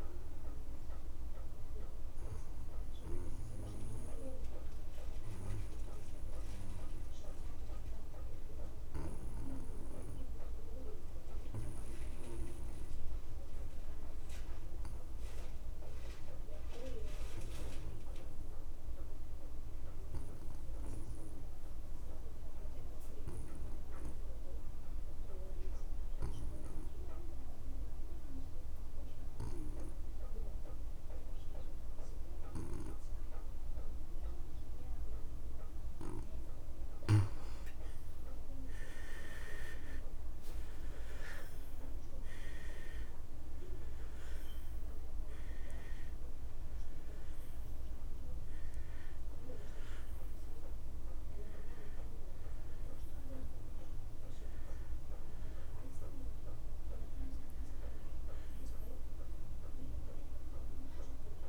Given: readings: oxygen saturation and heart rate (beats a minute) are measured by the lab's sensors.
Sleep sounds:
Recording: breathing in sleep by a room microphone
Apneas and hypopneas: 1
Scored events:
4.00-36.00 s: obstructive apnea (oxygen 96% before, 78% lowest)
7.50-22.50 s: oxygen desaturation (device-marked, oxygen 94% before, 90% lowest)
32.50-61.49 s: oxygen desaturation (device-marked, oxygen 97% before, 78% lowest)
39.00-44.50 s: arousal
From the record:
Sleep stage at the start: N2 (light sleep)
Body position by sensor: on the back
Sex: male

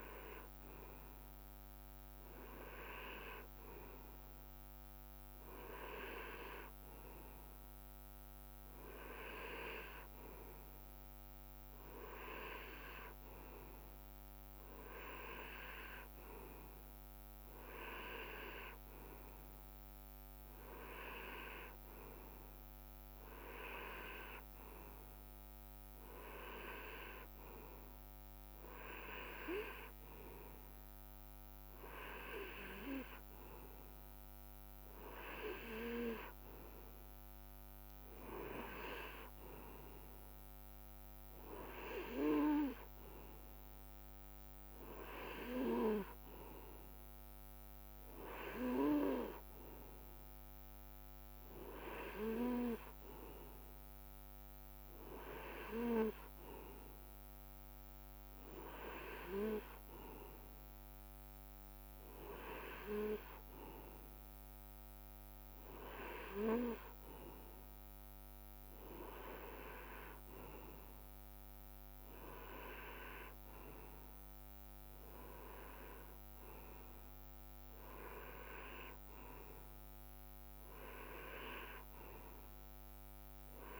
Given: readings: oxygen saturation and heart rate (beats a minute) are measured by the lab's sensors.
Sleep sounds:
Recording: breathing in sleep by a microphone on the trachea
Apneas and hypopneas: none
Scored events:
8.00-10.00 s: long interval between heartbeats (device-marked, heart rate 64 before, 72 extreme)
From the record:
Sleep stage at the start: N2 (light sleep)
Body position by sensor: on the right side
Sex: male

